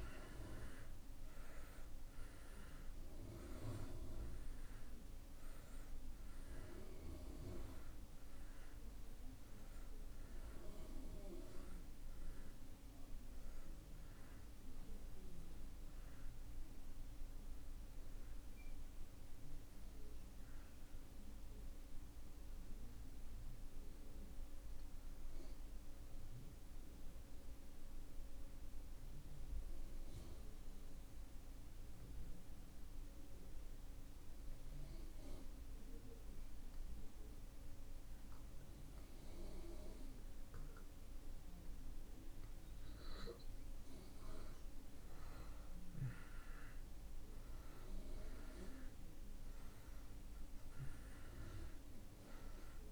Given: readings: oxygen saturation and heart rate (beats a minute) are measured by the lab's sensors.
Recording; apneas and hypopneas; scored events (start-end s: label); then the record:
breathing in sleep by a room microphone; 1
6.50-34.50 s: oxygen desaturation (device-marked, oxygen 96% before, 80% lowest)
25.00-42.00 s: mixed apnea (oxygen 96% before, 80% lowest)
44.50-48.00 s: arousal
49.50-52.91 s: oxygen desaturation (device-marked, oxygen 97% before, 80% lowest)
From the record:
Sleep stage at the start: N2 (light sleep); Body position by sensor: on the back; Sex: male